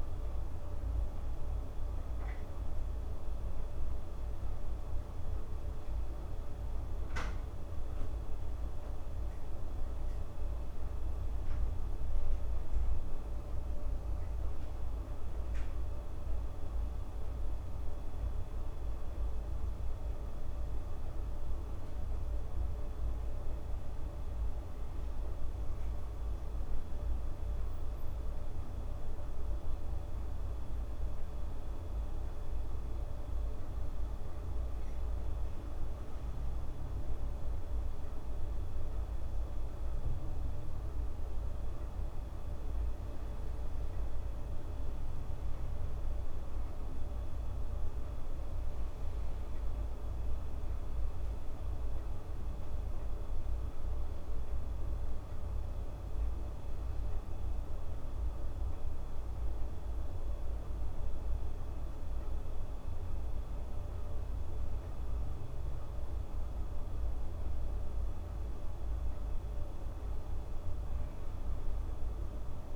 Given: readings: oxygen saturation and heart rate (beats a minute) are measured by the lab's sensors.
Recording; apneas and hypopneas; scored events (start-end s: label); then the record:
breathing in sleep, hard to hear, by a room microphone; none
none scored
From the record:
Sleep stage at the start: N2 (light sleep); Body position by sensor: on the back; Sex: female